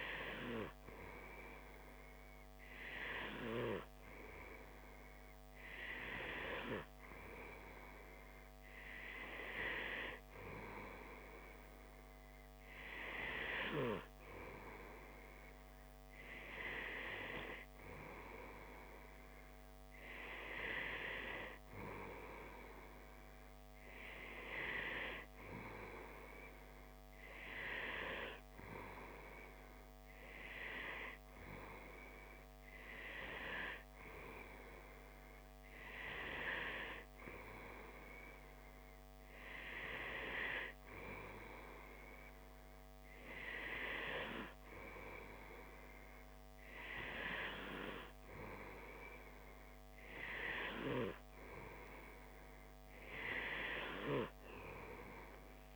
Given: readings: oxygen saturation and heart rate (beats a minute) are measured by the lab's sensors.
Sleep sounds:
breathing in sleep by a microphone on the trachea; none
none scored
From the record:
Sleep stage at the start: N2 (light sleep); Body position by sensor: on the back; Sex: male

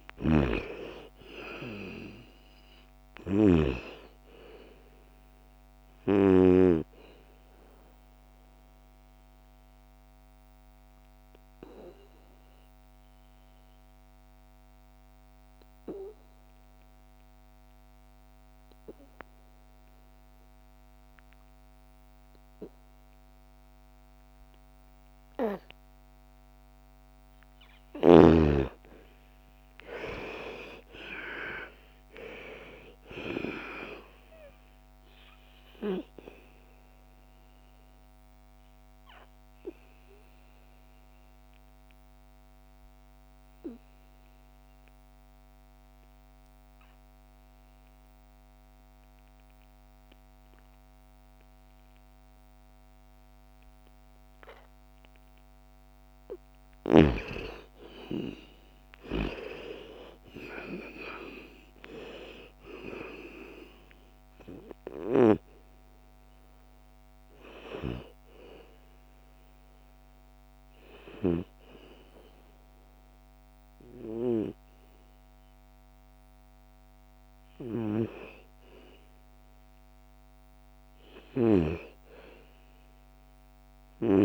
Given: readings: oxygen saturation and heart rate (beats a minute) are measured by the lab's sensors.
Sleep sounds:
breathing in sleep by a microphone on the trachea; 3
0.00-3.50 s: snoring (device-marked)
0.00-16.00 s: oxygen desaturation (device-marked, oxygen 85% lowest, heart rate 54 extreme)
7.00-26.00 s: obstructive apnea (oxygen 99% before, 83% lowest, heart rate 62 before, 54 extreme, up 12 after)
28.50-33.00 s: arousal
29.00-49.00 s: oxygen desaturation (device-marked, oxygen 98% before, 83% lowest, heart rate 57 before, 54 extreme)
36.00-54.50 s: obstructive apnea (oxygen 99% before, 82% lowest, heart rate 60 before, 54 extreme, up 14 after)
56.50-60.50 s: arousal
61.00-75.00 s: oxygen desaturation (device-marked, oxygen 99% before, 86% lowest, heart rate 56 before, 57 extreme)
68.50-78.50 s: hypopnea (oxygen 99% before, 82% lowest, heart rate 61 before, 57 extreme, up 3 after)
80.00-83.50 s: arousal
From the record:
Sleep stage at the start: N2 (light sleep); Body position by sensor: on the back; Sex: female

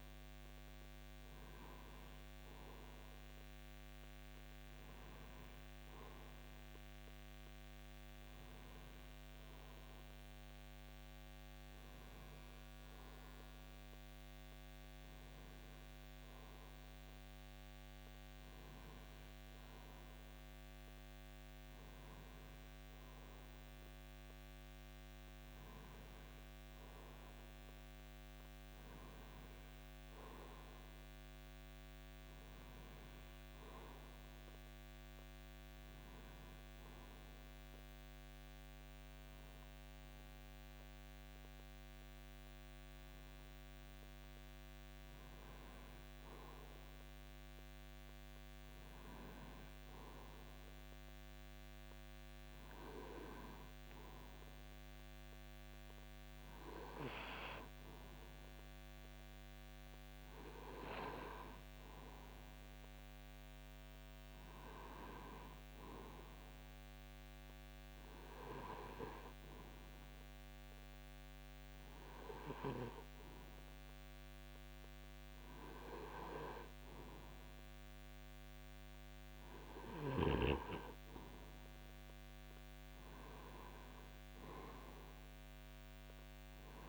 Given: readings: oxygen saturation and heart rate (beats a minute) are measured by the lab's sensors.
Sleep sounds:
breathing in sleep by a microphone on the trachea; 1
35.00-86.89 s: new sleep stage, N2 (light sleep)
68.00-79.50 s: hypopnea (oxygen 97% before, 95% lowest)
82.00-86.89 s: arousal
From the record:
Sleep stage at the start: N1 (lightest sleep); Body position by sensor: on the right side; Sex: male

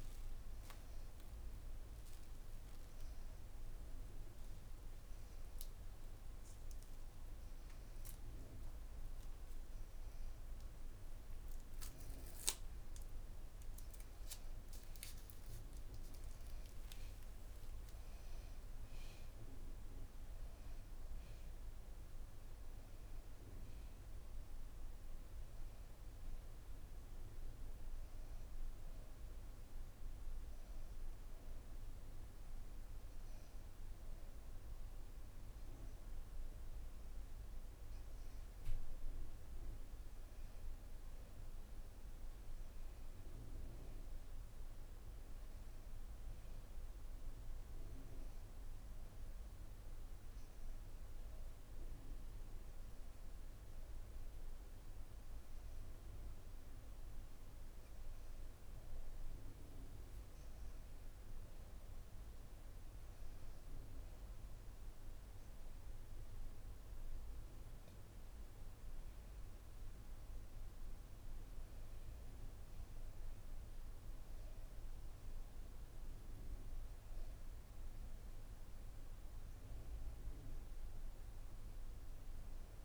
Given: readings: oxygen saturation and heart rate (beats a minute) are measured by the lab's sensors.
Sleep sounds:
breathing in sleep, hard to hear, by a room microphone; none
11.00-16.00 s: arousal
From the record:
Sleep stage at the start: N1 (lightest sleep); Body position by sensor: on the back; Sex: female

